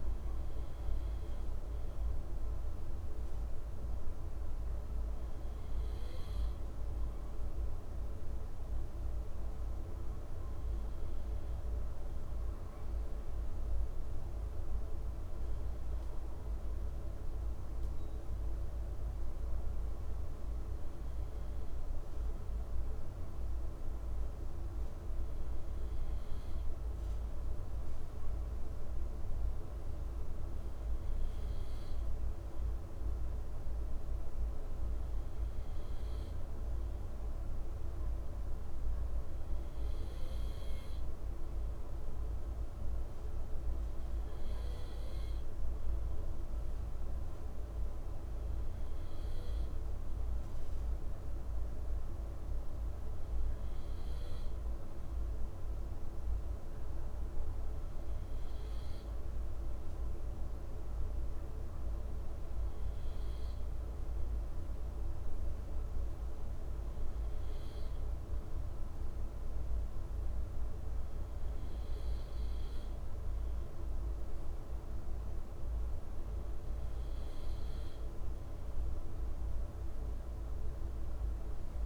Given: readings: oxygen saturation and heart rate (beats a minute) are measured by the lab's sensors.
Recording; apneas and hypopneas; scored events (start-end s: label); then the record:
breathing in sleep, hard to hear, by a room microphone; none
none scored
From the record:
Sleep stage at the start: N2 (light sleep); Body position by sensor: on the left side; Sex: male